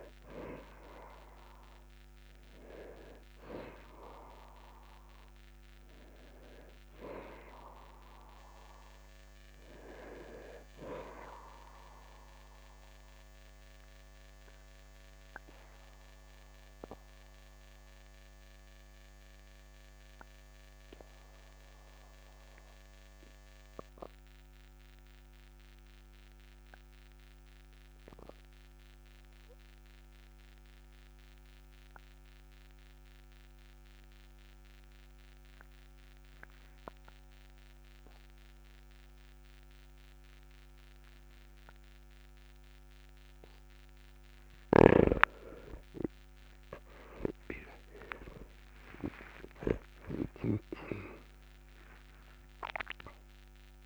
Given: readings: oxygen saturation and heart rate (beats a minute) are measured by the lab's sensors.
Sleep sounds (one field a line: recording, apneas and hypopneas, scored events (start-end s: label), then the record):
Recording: breathing in sleep by a microphone on the trachea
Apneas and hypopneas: 1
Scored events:
12.00-44.00 s: obstructive apnea (oxygen 99% before, 95% lowest, heart rate 45 before, 36 extreme, up 9 after)
48.00-52.50 s: arousal
From the record:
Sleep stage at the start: N2 (light sleep)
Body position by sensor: on the back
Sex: male